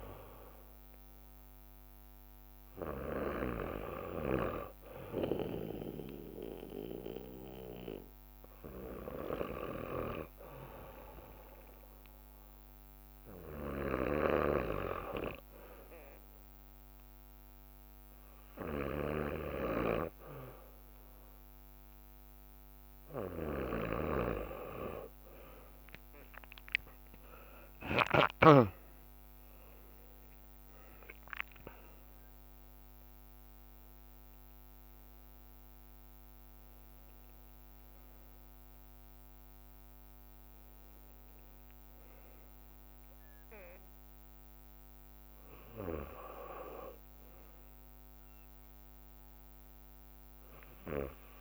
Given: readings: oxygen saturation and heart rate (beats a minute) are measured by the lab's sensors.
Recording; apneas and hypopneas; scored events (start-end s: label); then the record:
breathing in sleep by a microphone on the trachea; none
0.00-4.50 s: leg movement (device-marked)
11.50-13.00 s: leg movement (device-marked)
17.50-21.00 s: leg movement (device-marked)
26.50-28.00 s: leg movement (device-marked)
28.50-33.50 s: arousal
From the record:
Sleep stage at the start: N2 (light sleep); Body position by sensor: on the back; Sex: male